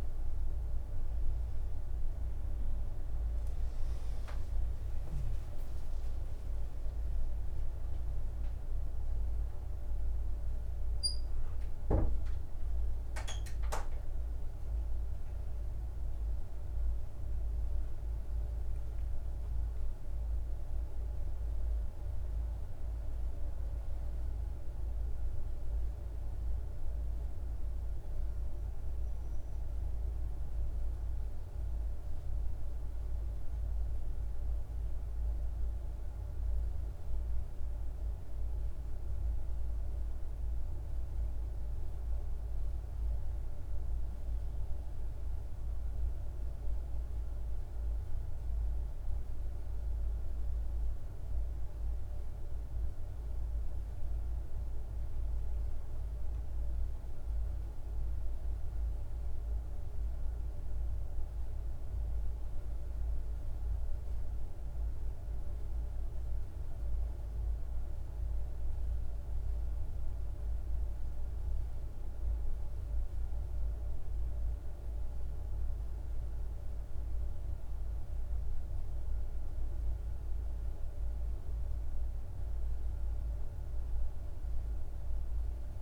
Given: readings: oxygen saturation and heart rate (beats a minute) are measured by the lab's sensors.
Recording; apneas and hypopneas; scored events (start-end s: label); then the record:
a person partly awake in a sleep study, hard to hear, by a room microphone; none
17.00-85.82 s: new sleep stage, N1 (lightest sleep)
From the record:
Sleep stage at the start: awake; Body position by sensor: on the back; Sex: male